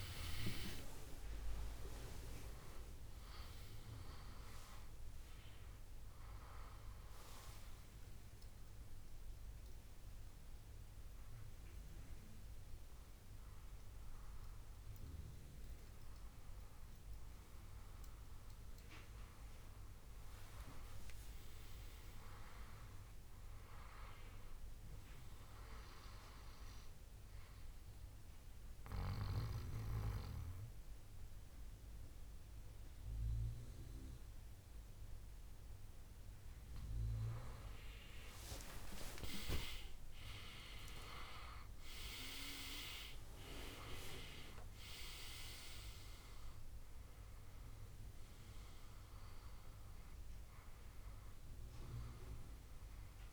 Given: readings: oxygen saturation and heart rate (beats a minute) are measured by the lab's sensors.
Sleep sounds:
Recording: breathing in sleep by a room microphone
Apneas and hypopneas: 1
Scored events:
0.00-4.50 s: arousal
1.50-15.50 s: oxygen desaturation (device-marked, oxygen 97% before, 93% lowest, heart rate 67 before, 61 extreme)
28.00-38.50 s: obstructive apnea (oxygen 98% before, 94% lowest, heart rate 70 before, 62 extreme, up 17 after)
39.50-42.50 s: arousal
44.50-53.33 s: oxygen desaturation (device-marked, oxygen 97% before, 94% lowest, heart rate 67 before, 67 extreme)
From the record:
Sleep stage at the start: N2 (light sleep)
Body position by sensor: on the back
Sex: male

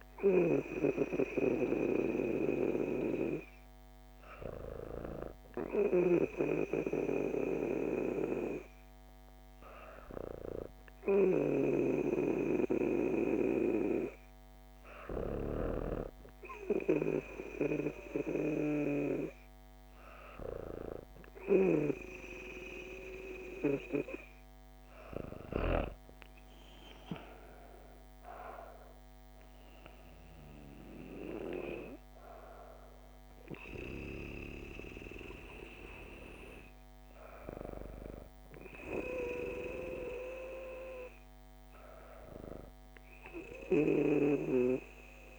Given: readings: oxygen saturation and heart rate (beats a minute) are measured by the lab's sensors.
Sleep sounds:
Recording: breathing in sleep by a microphone on the trachea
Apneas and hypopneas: none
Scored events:
none scored
From the record:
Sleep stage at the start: N2 (light sleep)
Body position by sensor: on the back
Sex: female

